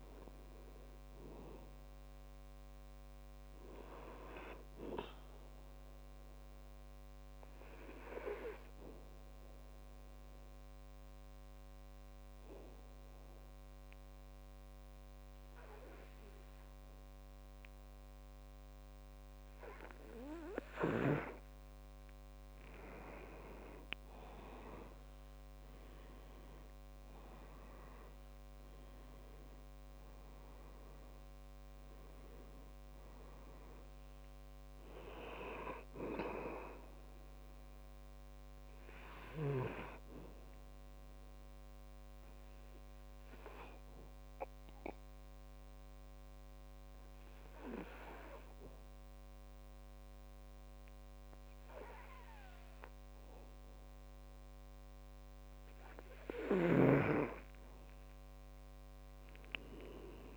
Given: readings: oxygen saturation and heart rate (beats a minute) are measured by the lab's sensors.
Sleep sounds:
breathing in sleep by a microphone on the trachea; 2
0.00-11.00 s: oxygen desaturation (device-marked, oxygen 93% lowest, heart rate 64 extreme)
7.00-20.50 s: obstructive apnea (oxygen 98% before, 91% lowest, heart rate 66 before, 64 extreme, up 7 after)
24.50-29.50 s: arousal
26.00-52.00 s: oxygen desaturation (device-marked, oxygen 98% before, 91% lowest, heart rate 66 before, 64 extreme)
40.00-55.00 s: obstructive apnea (oxygen 98% before, 90% lowest, heart rate 70 before, 64 extreme, up 4 after)
58.50-60.37 s: arousal
From the record:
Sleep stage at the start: N2 (light sleep); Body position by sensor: on the back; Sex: male

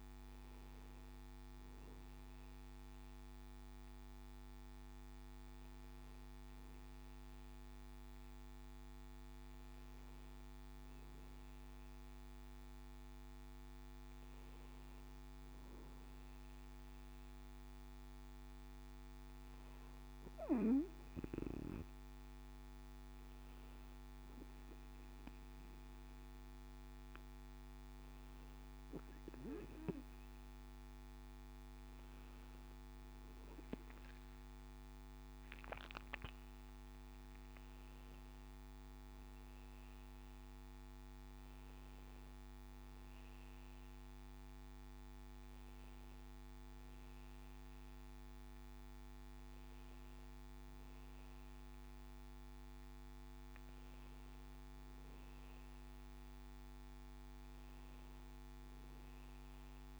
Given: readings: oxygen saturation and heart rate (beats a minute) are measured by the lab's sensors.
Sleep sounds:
breathing in sleep, hard to hear, by a microphone on the trachea; none
38.00-60.00 s: new sleep stage, N1 (lightest sleep)
From the record:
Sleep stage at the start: N2 (light sleep); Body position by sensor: on the back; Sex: male

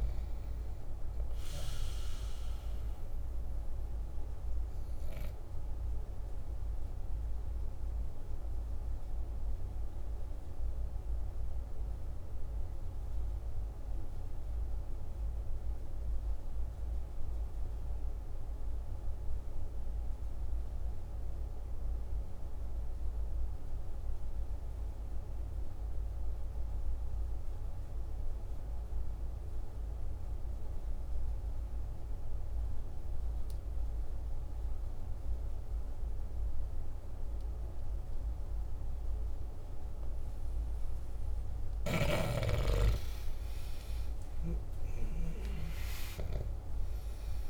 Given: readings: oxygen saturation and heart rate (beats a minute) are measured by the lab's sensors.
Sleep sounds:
breathing in sleep, hard to hear, by a room microphone; 1
0.00-14.50 s: oxygen desaturation (device-marked, oxygen 91% lowest, heart rate 48 extreme)
5.50-39.50 s: mixed apnea (oxygen 98% before, 85% lowest, heart rate 54 before, 48 extreme, up 9 after)
35.50-47.50 s: oxygen desaturation (device-marked, oxygen 98% before, 85% lowest, heart rate 50 before, 48 extreme)
40.50-45.00 s: arousal
From the record:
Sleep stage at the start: N2 (light sleep); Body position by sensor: on the back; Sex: male

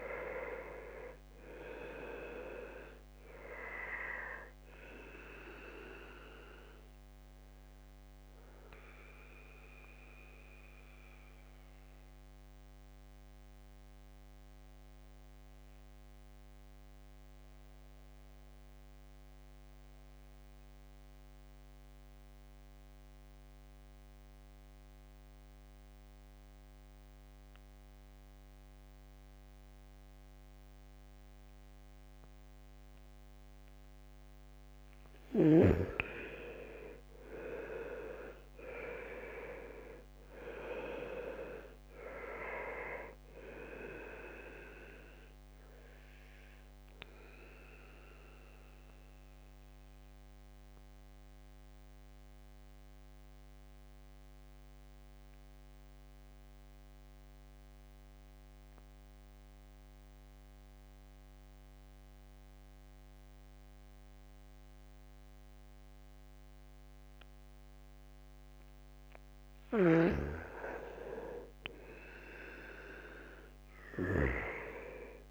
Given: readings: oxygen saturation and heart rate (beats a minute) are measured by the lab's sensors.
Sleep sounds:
breathing in sleep by a microphone on the trachea; 2
1.50-23.50 s: oxygen desaturation (device-marked, oxygen 99% before, 81% lowest, heart rate 68 before, 64 extreme)
8.00-35.00 s: mixed apnea (oxygen 99% before, 79% lowest, heart rate 68 before, 64 extreme, up 5 after)
31.50-66.50 s: oxygen desaturation (device-marked, oxygen 99% before, 79% lowest, heart rate 67 before, 62 extreme)
36.50-40.00 s: arousal
44.50-68.50 s: central apnea (oxygen 99% before, 79% lowest, heart rate 67 before, 62 extreme, up 1 after)
68.50-75.31 s: oxygen desaturation (device-marked, oxygen 98% before, 81% lowest, heart rate 69 before, 62 extreme)
70.50-75.00 s: arousal
From the record:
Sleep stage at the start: N2 (light sleep); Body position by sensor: on the back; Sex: male

